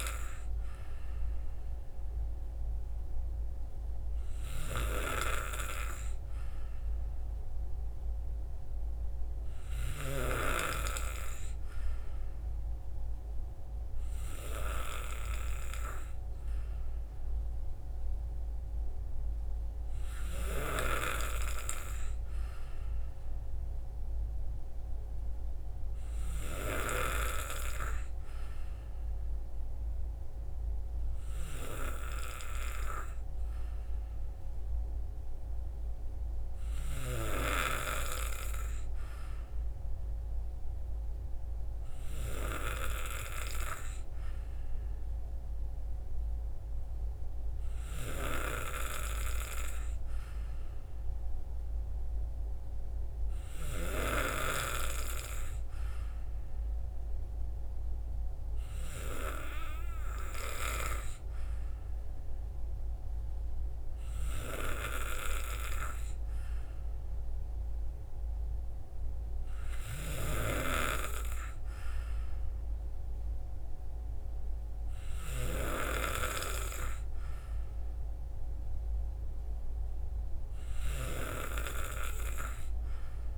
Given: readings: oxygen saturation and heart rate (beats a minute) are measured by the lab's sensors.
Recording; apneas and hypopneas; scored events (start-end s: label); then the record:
breathing in sleep by a room microphone; none
none scored
From the record:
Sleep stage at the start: N2 (light sleep); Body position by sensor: on the back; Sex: male